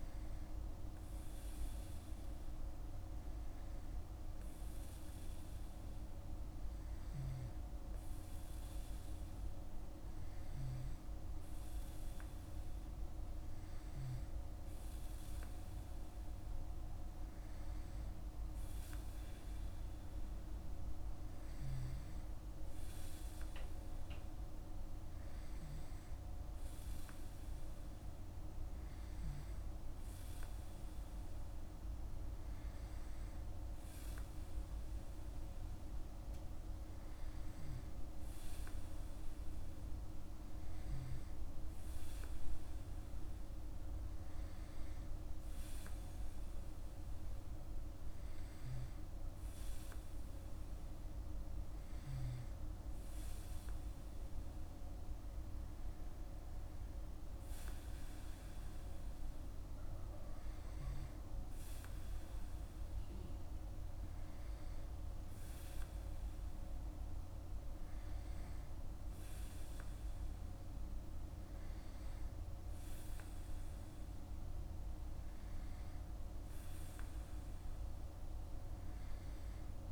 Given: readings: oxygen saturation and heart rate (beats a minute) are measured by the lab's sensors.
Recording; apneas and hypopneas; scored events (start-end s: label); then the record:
breathing in sleep, hard to hear, by a room microphone; none
none scored
From the record:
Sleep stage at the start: N2 (light sleep); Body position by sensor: on the back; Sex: male